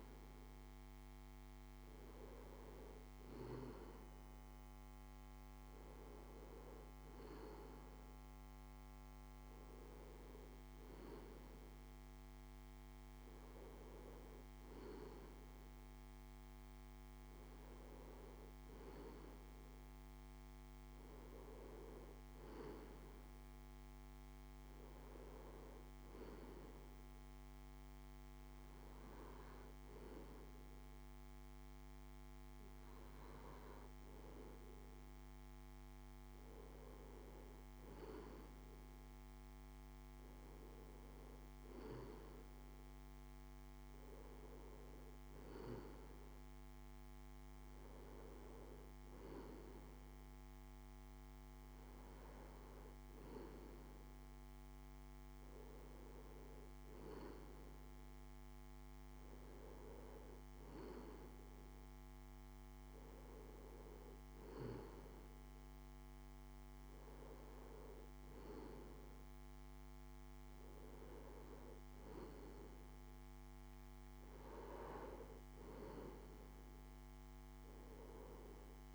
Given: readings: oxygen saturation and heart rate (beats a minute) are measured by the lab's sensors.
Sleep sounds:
breathing in sleep by a microphone on the trachea; none
none scored
From the record:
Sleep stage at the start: N2 (light sleep); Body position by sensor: on the left side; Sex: male

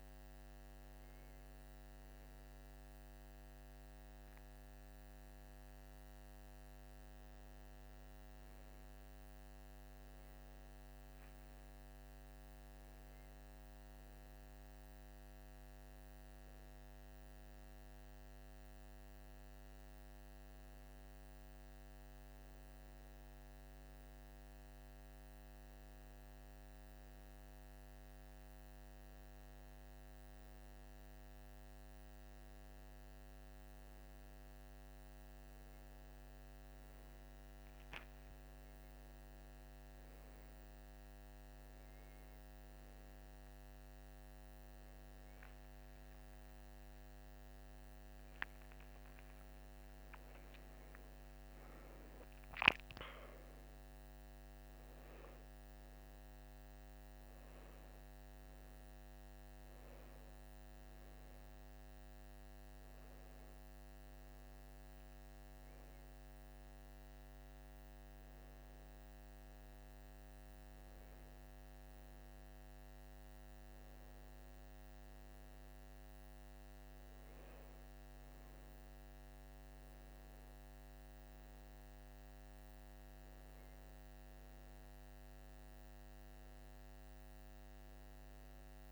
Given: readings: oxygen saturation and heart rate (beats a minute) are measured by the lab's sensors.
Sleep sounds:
breathing in sleep, hard to hear, by a microphone on the trachea; none
46.00-51.00 s: arousal
From the record:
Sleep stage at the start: N2 (light sleep); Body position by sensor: on the right side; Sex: male

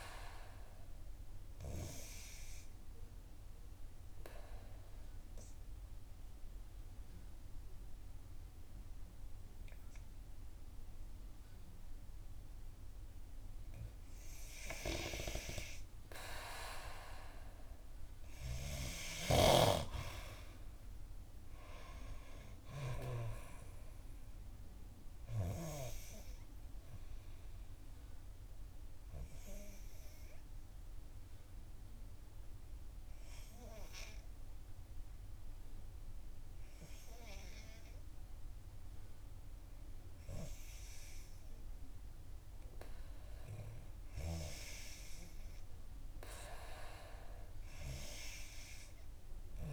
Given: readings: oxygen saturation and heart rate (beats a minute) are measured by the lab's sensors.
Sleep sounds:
breathing in sleep by a room microphone; 2
0.00-16.50 s: oxygen desaturation (device-marked, oxygen 89% lowest, heart rate 61 extreme)
1.00-14.50 s: obstructive apnea (oxygen 92% before, 88% lowest, heart rate 63 before, 61 extreme, up 2 after)
18.00-22.00 s: arousal
23.50-40.50 s: oxygen desaturation (device-marked, oxygen 93% before, 88% lowest, heart rate 65 before, 61 extreme)
27.00-41.50 s: obstructive apnea (oxygen 93% before, 88% lowest, heart rate 65 before, 61 extreme, up 6 after)
43.00-47.00 s: arousal
From the record:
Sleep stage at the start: N3 (deep sleep); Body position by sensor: on the back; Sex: female

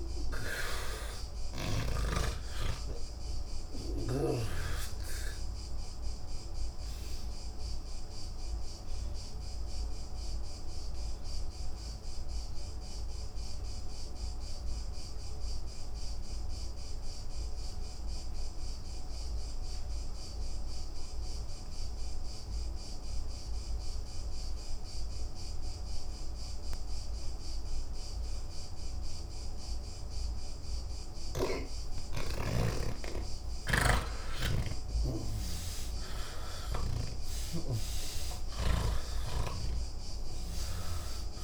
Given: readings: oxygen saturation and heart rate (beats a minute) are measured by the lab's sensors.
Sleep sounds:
breathing in sleep by a room microphone; 1
0.00-2.00 s: snoring (device-marked)
0.00-20.50 s: oxygen desaturation (device-marked, oxygen 80% lowest)
4.50-29.00 s: obstructive apnea (oxygen 99% before, 80% lowest)
27.50-41.44 s: oxygen desaturation (device-marked, oxygen 98% before, 81% lowest)
33.50-41.44 s: snoring (device-marked)
From the record:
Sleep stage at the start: N2 (light sleep); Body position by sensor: on the back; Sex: male

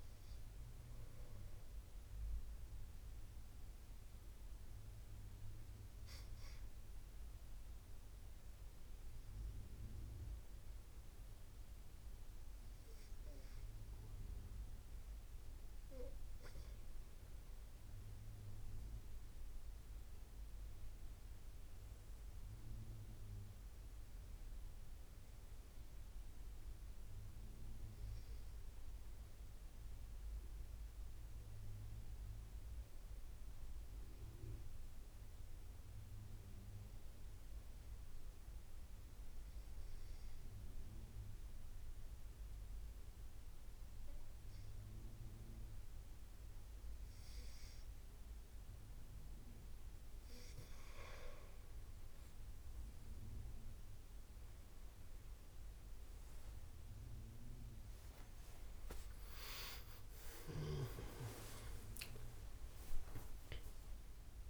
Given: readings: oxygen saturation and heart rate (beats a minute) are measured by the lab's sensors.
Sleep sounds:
breathing in sleep by a room microphone; 2
1.00-16.50 s: obstructive apnea (oxygen 96% before, 87% lowest, heart rate 83 before, 78 extreme, up 9 after)
19.00-23.00 s: arousal
20.50-38.50 s: oxygen desaturation (device-marked, oxygen 94% before, 89% lowest, heart rate 80 before, 75 extreme)
37.00-50.50 s: obstructive apnea (oxygen 94% before, 87% lowest, heart rate 82 before, 75 extreme, up 14 after)
53.50-64.50 s: oxygen desaturation (device-marked, oxygen 94% before, 87% lowest, heart rate 78 before, 71 extreme)
57.50-61.50 s: arousal
From the record:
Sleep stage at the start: N2 (light sleep); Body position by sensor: on the back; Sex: male

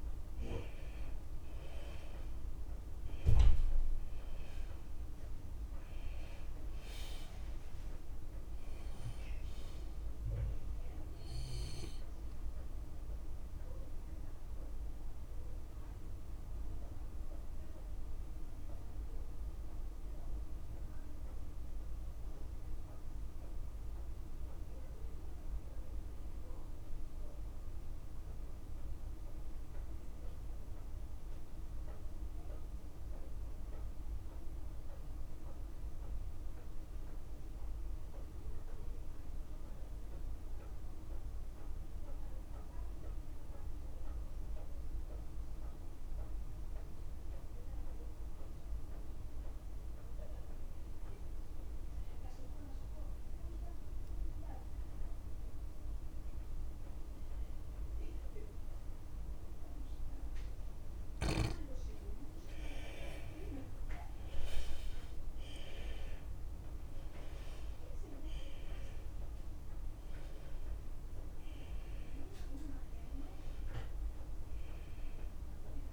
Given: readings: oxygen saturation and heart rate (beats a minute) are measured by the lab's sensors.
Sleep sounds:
breathing in sleep by a room microphone; 1
0.00-31.00 s: oxygen desaturation (device-marked, oxygen 86% lowest, heart rate 51 extreme)
14.50-59.50 s: mixed apnea (oxygen 95% before, 83% lowest, heart rate 58 before, 51 extreme, up 32 after)
21.00-23.00 s: long interval between heartbeats (device-marked, heart rate 55 before, 59 extreme)
49.00-75.92 s: oxygen desaturation (device-marked, oxygen 98% before, 83% lowest, heart rate 53 before, 50 extreme)
60.50-62.50 s: long interval between heartbeats (device-marked, heart rate 54 before, 63 extreme)
62.50-67.00 s: arousal
From the record:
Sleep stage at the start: N2 (light sleep); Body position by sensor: on the left side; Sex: male

